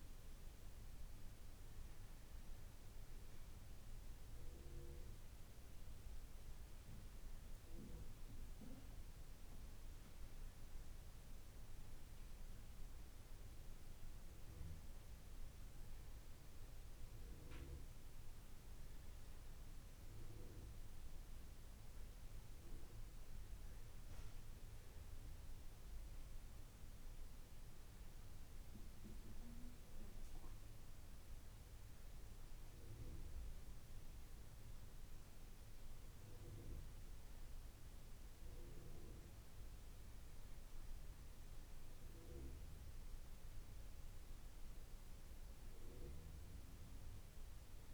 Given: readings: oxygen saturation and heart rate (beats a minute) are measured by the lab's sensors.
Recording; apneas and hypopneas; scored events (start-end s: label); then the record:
breathing in sleep, hard to hear, by a room microphone; none
none scored
From the record:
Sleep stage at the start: N2 (light sleep); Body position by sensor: on the back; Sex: male